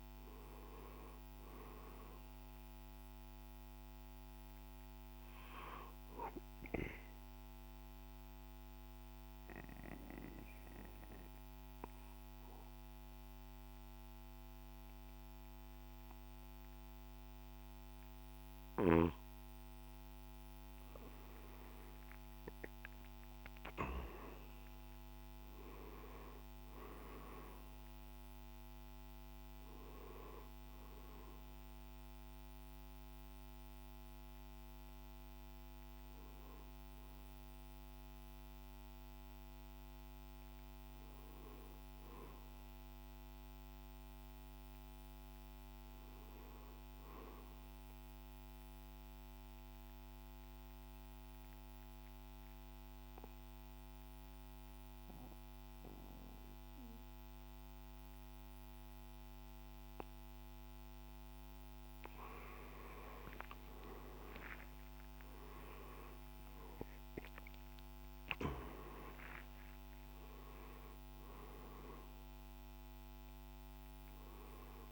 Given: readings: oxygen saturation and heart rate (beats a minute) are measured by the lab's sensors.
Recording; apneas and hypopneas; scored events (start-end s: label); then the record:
breathing in sleep by a microphone on the trachea; 2
5.00-18.00 s: oxygen desaturation (device-marked, oxygen 96% before, 92% lowest, heart rate 61 before, 58 extreme)
6.00-19.00 s: obstructive apnea (oxygen 97% before, 91% lowest, heart rate 61 before, 58 extreme, up 6 after)
22.00-26.00 s: arousal
24.00-35.00 s: drop in pulse transit time (device-marked, heart rate 59 before, 60 extreme)
28.00-48.00 s: oxygen desaturation (device-marked, oxygen 96% before, 91% lowest, heart rate 60 before, 57 extreme)
48.00-60.50 s: obstructive apnea (oxygen 96% before, 90% lowest, heart rate 61 before, 57 extreme, up 13 after)
63.00-68.00 s: arousal
67.00-74.92 s: drop in pulse transit time (device-marked, heart rate 59 before, 61 extreme)
71.00-74.92 s: oxygen desaturation (device-marked, oxygen 95% before, 92% lowest, heart rate 61 before, 57 extreme)
From the record:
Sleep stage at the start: N2 (light sleep); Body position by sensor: on the right side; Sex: male